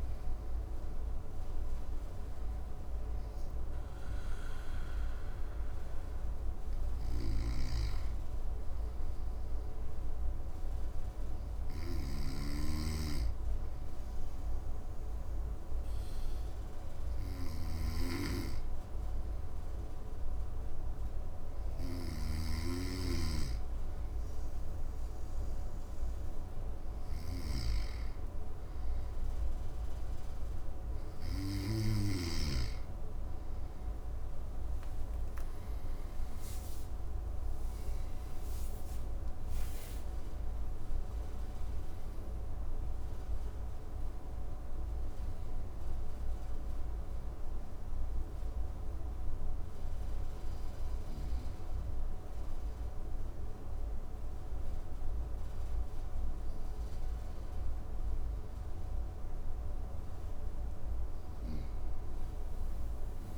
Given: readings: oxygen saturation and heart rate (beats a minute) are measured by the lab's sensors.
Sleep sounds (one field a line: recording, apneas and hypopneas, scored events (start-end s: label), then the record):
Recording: a person partly awake in a sleep study, by a room microphone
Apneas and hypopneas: 1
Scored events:
0.50-63.38 s: new sleep stage, N2 (light sleep)
7.00-32.00 s: snoring (device-marked)
10.50-28.00 s: hypopnea (oxygen 100% before, 97% lowest, heart rate 72 before, 57 extreme, up 6 after)
33.00-38.50 s: arousal
From the record:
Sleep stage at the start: awake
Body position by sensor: on the right side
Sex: male